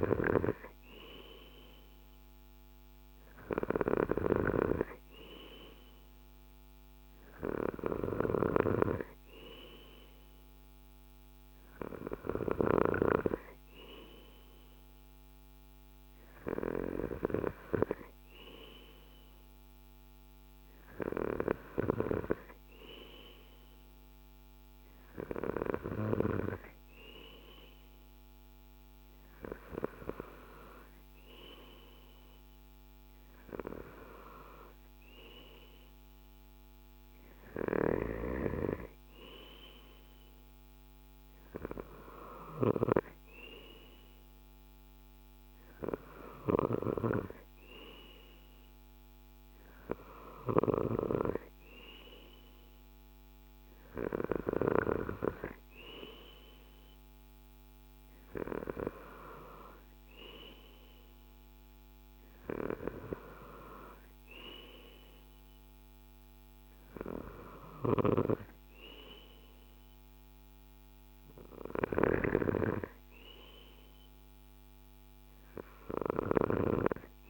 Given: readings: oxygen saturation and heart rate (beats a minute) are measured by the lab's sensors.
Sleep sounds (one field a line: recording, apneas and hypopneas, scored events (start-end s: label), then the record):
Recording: breathing in sleep by a microphone on the trachea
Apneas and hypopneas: none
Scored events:
none scored
From the record:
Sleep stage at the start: N2 (light sleep)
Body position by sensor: on the left side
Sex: male